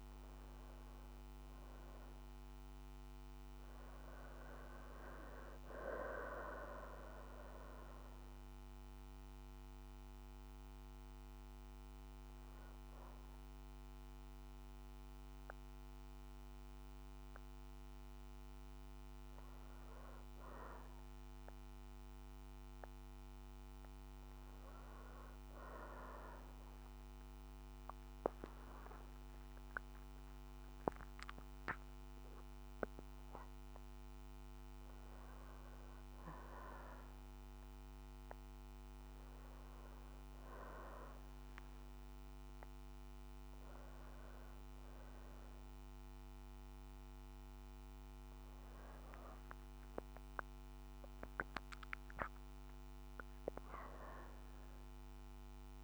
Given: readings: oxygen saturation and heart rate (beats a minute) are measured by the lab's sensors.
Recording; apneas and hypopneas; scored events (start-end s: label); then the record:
a person awake in a sleep study, by a microphone on the trachea; none
0.00-2.50 s: arousal
10.50-25.50 s: oxygen desaturation (device-marked, oxygen 95% before, 91% lowest, heart rate 62 before, 57 extreme)
22.50-55.84 s: new sleep stage, awake
43.50-54.50 s: oxygen desaturation (device-marked, oxygen 97% before, 93% lowest, heart rate 62 before, 59 extreme)
From the record:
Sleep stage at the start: N2 (light sleep); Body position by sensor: on the back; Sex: female